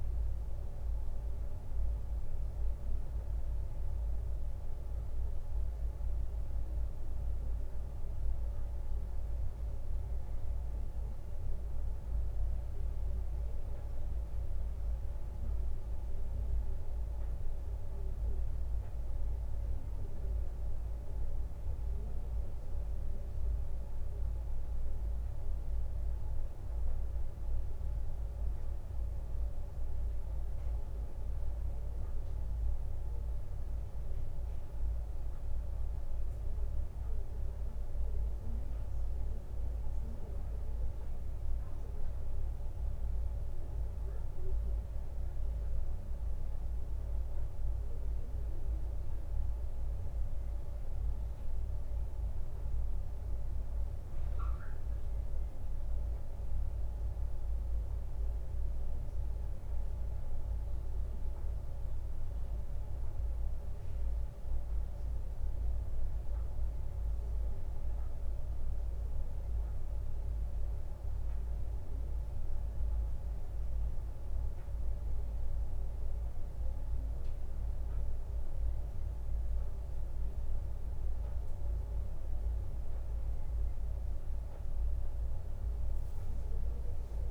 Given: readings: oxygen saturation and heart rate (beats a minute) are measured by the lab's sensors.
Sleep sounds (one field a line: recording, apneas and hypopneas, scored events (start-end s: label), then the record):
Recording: breathing in sleep, hard to hear, by a room microphone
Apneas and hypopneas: none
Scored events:
none scored
From the record:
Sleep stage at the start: N1 (lightest sleep)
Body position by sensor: on the right side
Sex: male